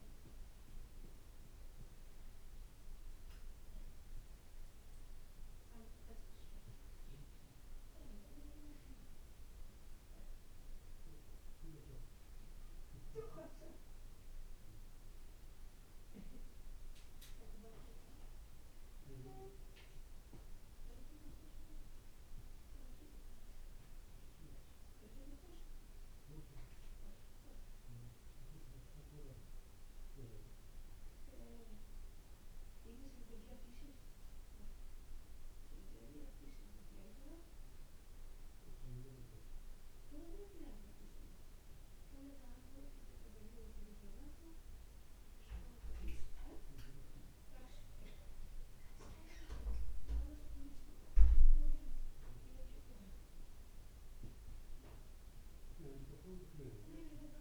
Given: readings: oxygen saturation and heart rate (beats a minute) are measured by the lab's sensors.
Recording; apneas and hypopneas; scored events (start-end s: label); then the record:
breathing in sleep by a room microphone; none
25.00-57.41 s: new sleep stage, N2 (light sleep)
From the record:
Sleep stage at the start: N1 (lightest sleep); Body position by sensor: on the back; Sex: male